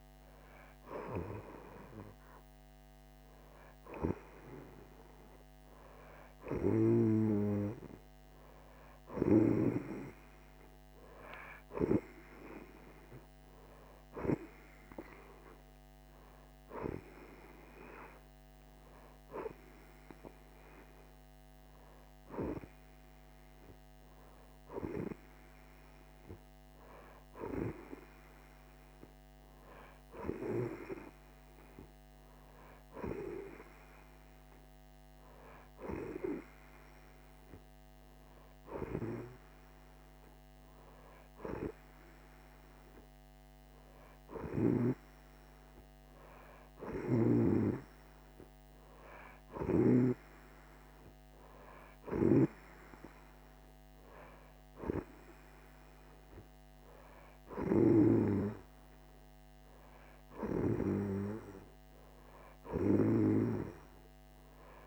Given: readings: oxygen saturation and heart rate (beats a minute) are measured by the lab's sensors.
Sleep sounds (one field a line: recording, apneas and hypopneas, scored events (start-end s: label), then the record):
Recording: breathing in sleep by a microphone on the trachea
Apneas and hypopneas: none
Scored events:
none scored
From the record:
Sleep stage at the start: N2 (light sleep)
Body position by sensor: on the right side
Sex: female